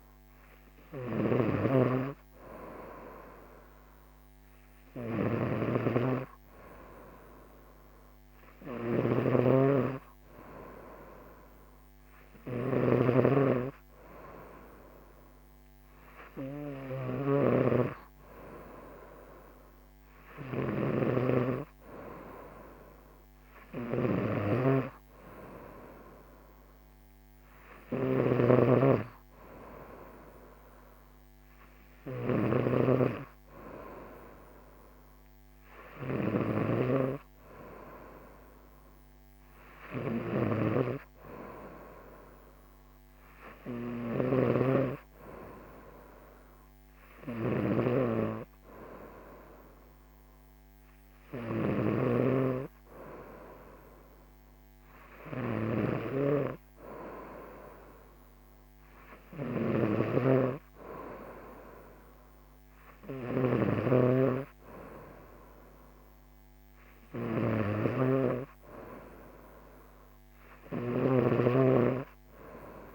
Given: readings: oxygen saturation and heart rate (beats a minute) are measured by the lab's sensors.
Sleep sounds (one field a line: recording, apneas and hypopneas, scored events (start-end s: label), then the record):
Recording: breathing in sleep by a microphone on the trachea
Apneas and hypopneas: none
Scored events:
0.00-72.95 s: snoring (device-marked)
From the record:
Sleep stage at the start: N3 (deep sleep)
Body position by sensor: on the right side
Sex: female